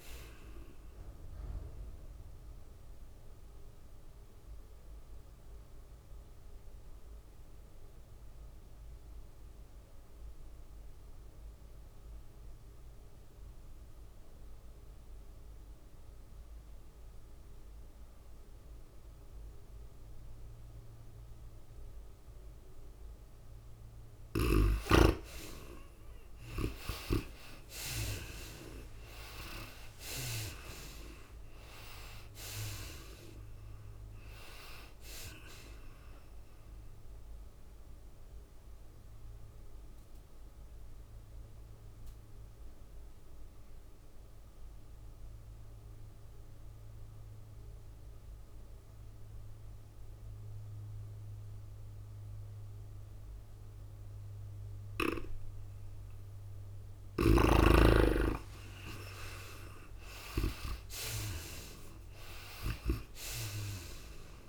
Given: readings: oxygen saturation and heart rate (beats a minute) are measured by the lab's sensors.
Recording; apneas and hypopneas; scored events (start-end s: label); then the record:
breathing in sleep by a room microphone; 2
0.00-7.50 s: drop in pulse transit time (device-marked, heart rate 96 extreme)
0.00-9.50 s: tachycardia (device-marked, heart rate 108 extreme)
0.00-10.50 s: oxygen desaturation (device-marked, oxygen 72% lowest, heart rate 92 extreme)
3.00-24.50 s: obstructive apnea (oxygen 98% before, 72% lowest, heart rate 98 before, 94 extreme, up 7 after)
17.50-46.50 s: oxygen desaturation (device-marked, oxygen 98% before, 76% lowest, heart rate 103 before, 84 extreme)
27.50-31.00 s: arousal
28.50-41.50 s: tachycardia (device-marked, heart rate 96 before, 105 extreme)
29.50-44.50 s: drop in pulse transit time (device-marked, heart rate 97 before, 98 extreme)
38.50-57.00 s: obstructive apnea (oxygen 98% before, 77% lowest, heart rate 99 before, 84 extreme, up 19 after)
51.50-64.48 s: oxygen desaturation (device-marked, oxygen 98% before, 81% lowest, heart rate 101 before, 84 extreme)
55.50-57.50 s: long interval between heartbeats (device-marked, heart rate 99 before, 84 extreme)
59.00-62.00 s: arousal
60.50-64.48 s: tachycardia (device-marked, heart rate 96 before, 106 extreme)
61.50-64.48 s: drop in pulse transit time (device-marked, heart rate 94 before, 90 extreme)
From the record:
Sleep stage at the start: N2 (light sleep); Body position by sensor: on the right side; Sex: female